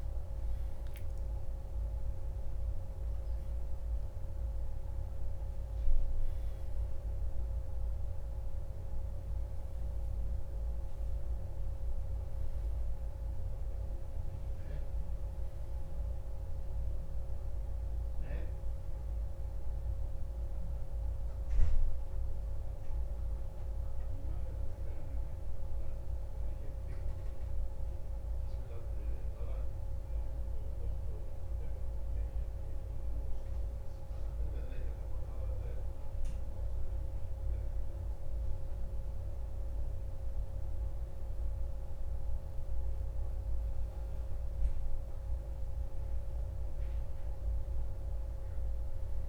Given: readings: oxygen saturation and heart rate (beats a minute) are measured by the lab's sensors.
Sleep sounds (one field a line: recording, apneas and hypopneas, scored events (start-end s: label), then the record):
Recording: breathing in sleep, hard to hear, by a room microphone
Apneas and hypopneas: 1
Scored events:
0.00-2.00 s: arousal
24.50-39.00 s: hypopnea (oxygen 96% before, 94% lowest)
40.50-45.00 s: arousal
From the record:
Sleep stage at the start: N1 (lightest sleep)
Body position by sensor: on the back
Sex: male